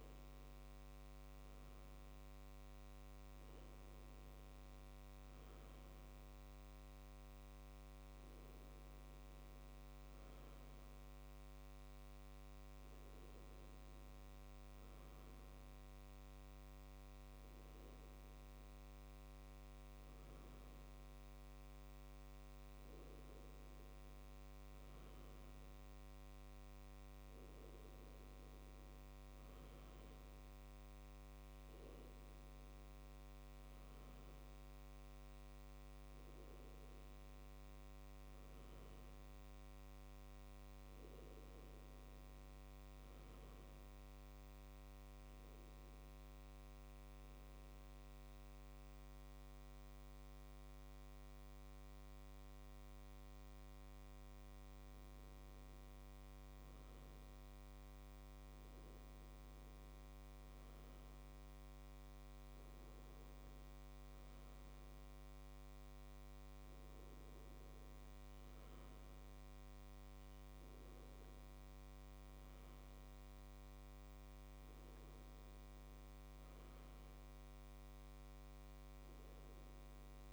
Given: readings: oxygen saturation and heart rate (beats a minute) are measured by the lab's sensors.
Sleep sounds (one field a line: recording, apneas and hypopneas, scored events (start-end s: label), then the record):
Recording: a person awake in a sleep study, hard to hear, by a microphone on the trachea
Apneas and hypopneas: 1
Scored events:
47.50-57.50 s: mixed apnea (oxygen 97% before, 94% lowest, heart rate 77 before, 73 extreme, up 5 after)
60.00-64.00 s: arousal
62.50-80.33 s: oxygen desaturation (device-marked, oxygen 97% before, 94% lowest, heart rate 75 before, 76 extreme)
From the record:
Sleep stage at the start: awake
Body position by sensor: on the back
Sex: male